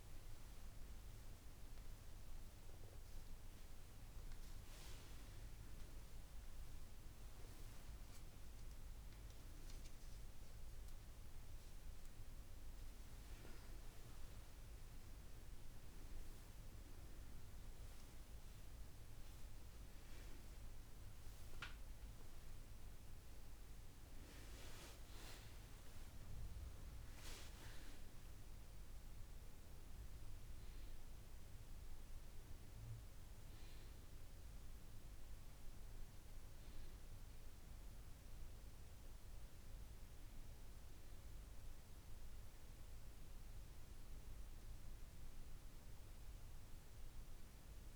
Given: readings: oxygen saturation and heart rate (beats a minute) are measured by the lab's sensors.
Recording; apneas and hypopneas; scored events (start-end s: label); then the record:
a person partly awake in a sleep study, hard to hear, by a room microphone; none
23.50-47.95 s: new sleep stage, N1 (lightest sleep)
From the record:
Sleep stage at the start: awake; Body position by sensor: on the back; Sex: female